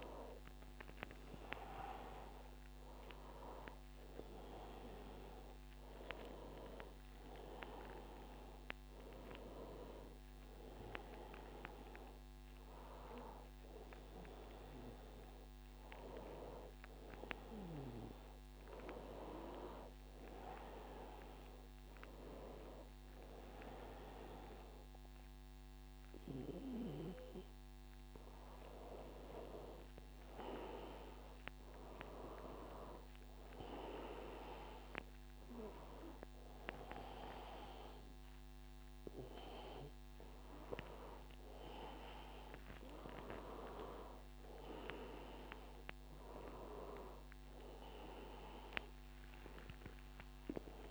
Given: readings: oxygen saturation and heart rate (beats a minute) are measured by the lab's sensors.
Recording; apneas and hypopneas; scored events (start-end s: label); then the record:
breathing in sleep by a microphone on the trachea; none
none scored
From the record:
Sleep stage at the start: N2 (light sleep); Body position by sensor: on the back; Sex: male